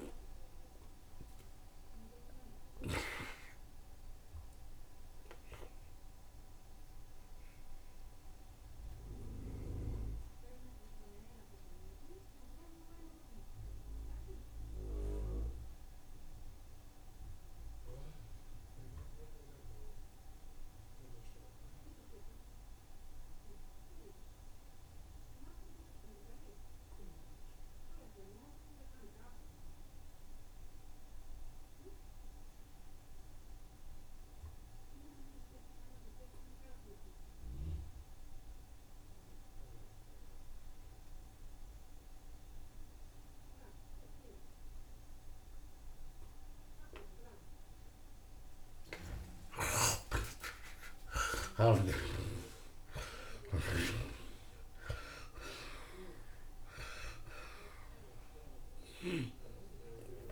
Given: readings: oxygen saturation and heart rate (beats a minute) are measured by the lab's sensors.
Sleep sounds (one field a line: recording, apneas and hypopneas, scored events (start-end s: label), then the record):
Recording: breathing in sleep by a room microphone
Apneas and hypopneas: 1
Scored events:
0.00-1.00 s: arousal
0.00-2.00 s: long interval between heartbeats (device-marked, heart rate 75 before, 80 extreme)
0.00-3.50 s: snoring (device-marked)
0.00-19.50 s: oxygen desaturation (device-marked, oxygen 49% lowest, heart rate 64 extreme)
5.00-48.00 s: mixed apnea (oxygen 67% before, 48% lowest, heart rate 75 before, 54 extreme, up 42 after)
8.50-10.50 s: long interval between heartbeats (device-marked, heart rate 74 before, 82 extreme)
24.50-60.32 s: oxygen desaturation (device-marked, oxygen 81% before, 48% lowest, heart rate 75 before, 54 extreme)
42.00-44.00 s: long interval between heartbeats (device-marked, heart rate 75 before, 85 extreme)
47.50-51.50 s: tachycardia (device-marked, heart rate 78 before, 117 extreme)
49.00-52.00 s: arousal
50.50-52.50 s: long interval between heartbeats (device-marked, heart rate 80 before, 117 extreme)
57.00-59.00 s: long interval between heartbeats (device-marked, heart rate 90 before, 65 extreme)
From the record:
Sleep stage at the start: N2 (light sleep)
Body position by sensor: on the right side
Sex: male